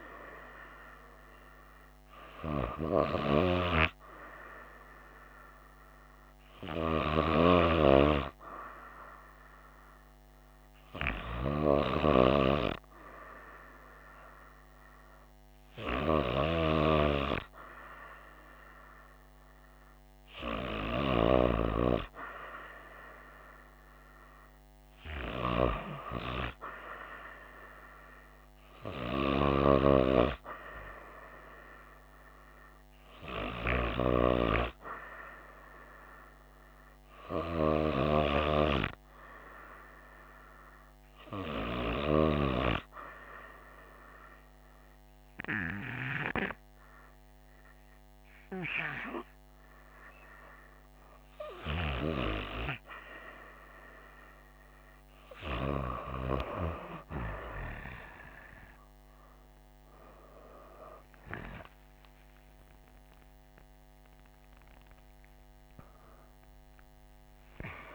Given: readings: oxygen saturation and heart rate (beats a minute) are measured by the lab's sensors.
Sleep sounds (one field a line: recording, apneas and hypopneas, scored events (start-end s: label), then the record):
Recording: breathing in sleep by a microphone on the trachea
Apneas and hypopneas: none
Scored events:
62.50-67.95 s: arousal
From the record:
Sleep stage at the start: N2 (light sleep)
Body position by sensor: on the right side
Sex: female